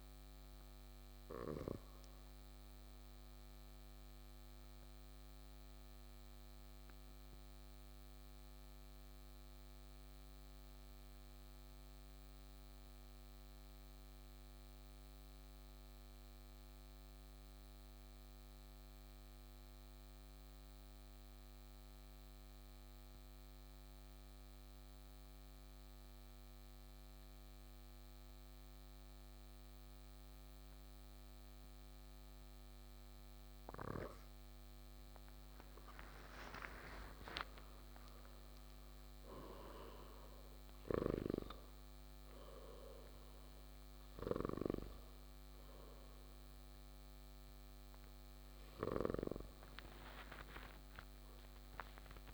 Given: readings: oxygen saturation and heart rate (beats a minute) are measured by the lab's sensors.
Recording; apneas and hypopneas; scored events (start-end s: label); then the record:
breathing in sleep by a microphone on the trachea; 1
0.00-4.50 s: oxygen desaturation (device-marked, oxygen 93% lowest, heart rate 52 extreme)
4.50-33.50 s: mixed apnea (oxygen 97% before, 91% lowest, heart rate 66 before, 52 extreme, up 17 after)
30.50-52.34 s: oxygen desaturation (device-marked, oxygen 99% before, 91% lowest, heart rate 53 before, 52 extreme)
35.50-40.00 s: arousal
50.50-52.34 s: arousal
From the record:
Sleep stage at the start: N2 (light sleep); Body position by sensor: on the right side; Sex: male